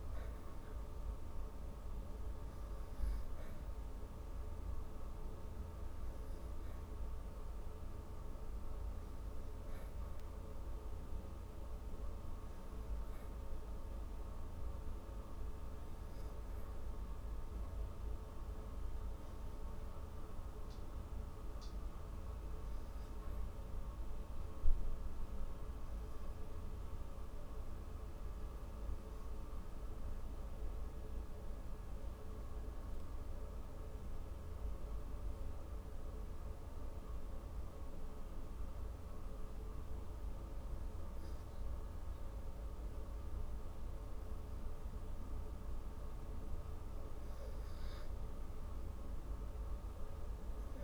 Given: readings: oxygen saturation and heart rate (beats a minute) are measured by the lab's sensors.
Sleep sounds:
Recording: breathing in sleep, hard to hear, by a room microphone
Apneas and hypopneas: 1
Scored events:
25.00-39.00 s: obstructive apnea (oxygen 95% before, 87% lowest)
42.00-46.50 s: arousal
42.50-50.84 s: oxygen desaturation (device-marked, oxygen 95% before, 87% lowest)
From the record:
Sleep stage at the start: REM sleep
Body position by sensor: on the back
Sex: female

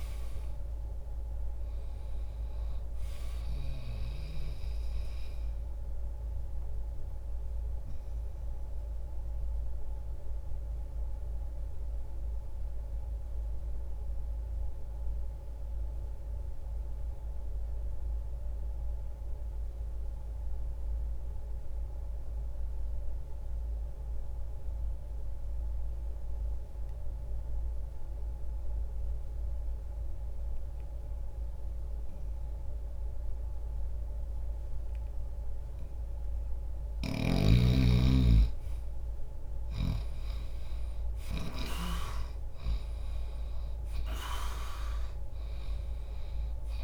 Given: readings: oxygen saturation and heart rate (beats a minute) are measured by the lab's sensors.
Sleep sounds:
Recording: breathing in sleep by a room microphone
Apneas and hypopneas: 1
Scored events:
0.00-33.00 s: oxygen desaturation (device-marked, oxygen 75% lowest, heart rate 60 extreme)
6.50-36.00 s: mixed apnea (oxygen 96% before, 75% lowest, heart rate 60 before, 60 extreme, up 0 after)
38.50-43.00 s: arousal
45.00-46.84 s: oxygen desaturation (device-marked, oxygen 96% before, 91% lowest, heart rate 60 before, 60 extreme)
From the record:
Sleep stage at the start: N2 (light sleep)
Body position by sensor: on the back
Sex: male

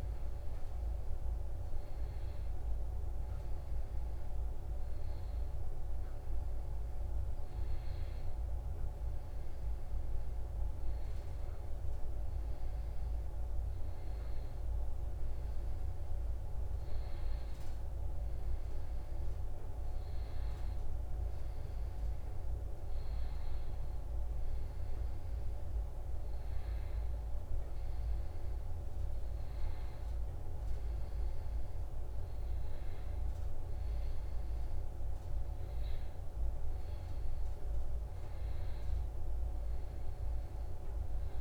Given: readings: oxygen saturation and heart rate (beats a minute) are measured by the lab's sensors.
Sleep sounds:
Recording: breathing in sleep, hard to hear, by a room microphone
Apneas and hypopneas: none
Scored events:
none scored
From the record:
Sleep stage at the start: N1 (lightest sleep)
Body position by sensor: on the back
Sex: male

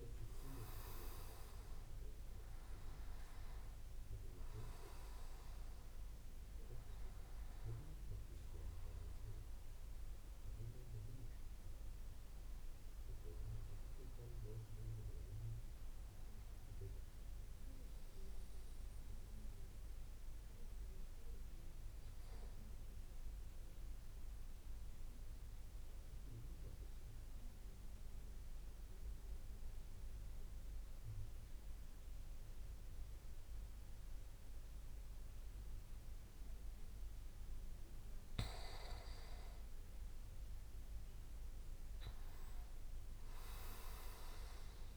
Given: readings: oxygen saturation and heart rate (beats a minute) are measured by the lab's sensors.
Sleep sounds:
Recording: breathing in sleep by a room microphone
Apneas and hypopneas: 1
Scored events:
0.00-1.50 s: arousal
0.00-20.00 s: oxygen desaturation (device-marked, oxygen 90% lowest)
19.00-38.50 s: mixed apnea (oxygen 96% before, 91% lowest)
40.00-43.00 s: arousal
42.00-44.97 s: oxygen desaturation (device-marked, oxygen 97% before, 93% lowest)
From the record:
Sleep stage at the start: N2 (light sleep)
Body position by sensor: on the back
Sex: male

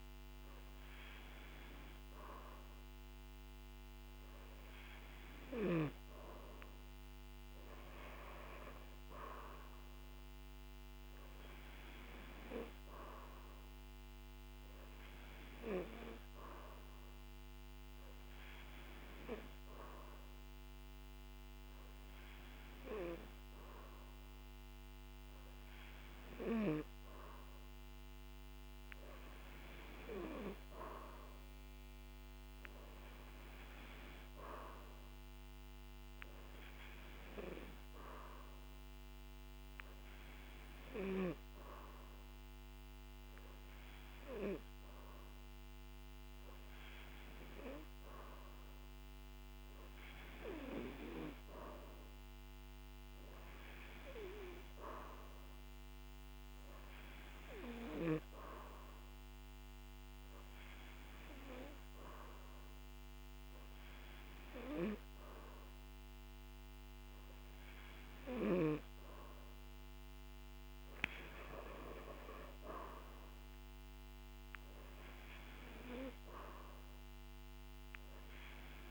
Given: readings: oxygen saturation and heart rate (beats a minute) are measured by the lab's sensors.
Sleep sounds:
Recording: breathing in sleep by a microphone on the trachea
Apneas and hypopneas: none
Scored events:
none scored
From the record:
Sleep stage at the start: N2 (light sleep)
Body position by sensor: on the back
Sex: male

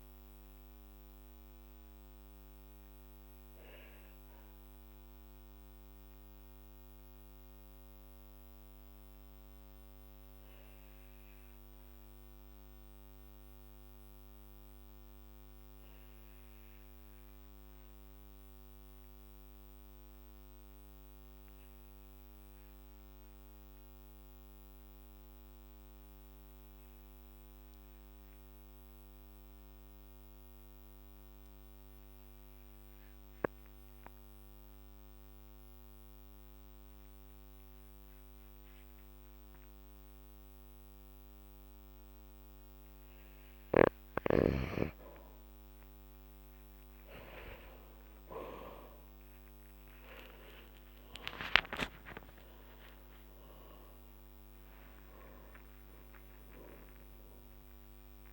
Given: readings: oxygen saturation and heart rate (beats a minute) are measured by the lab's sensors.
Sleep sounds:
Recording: breathing in sleep by a microphone on the trachea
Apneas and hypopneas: 1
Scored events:
1.00-41.50 s: obstructive apnea (oxygen 97% before, 94% lowest, heart rate 56 before, 49 extreme, up 14 after)
25.00-36.00 s: oxygen desaturation (device-marked, oxygen 97% before, 94% lowest, heart rate 51 before, 49 extreme)
48.00-52.00 s: arousal
50.00-52.00 s: long interval between heartbeats (device-marked, heart rate 52 before, 70 extreme)
52.00-54.00 s: long interval between heartbeats (device-marked, heart rate 55 before, 134 extreme)
54.00-56.00 s: long interval between heartbeats (device-marked, heart rate 64 before, 154 extreme)
From the record:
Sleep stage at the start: N2 (light sleep)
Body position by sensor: on the back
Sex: male

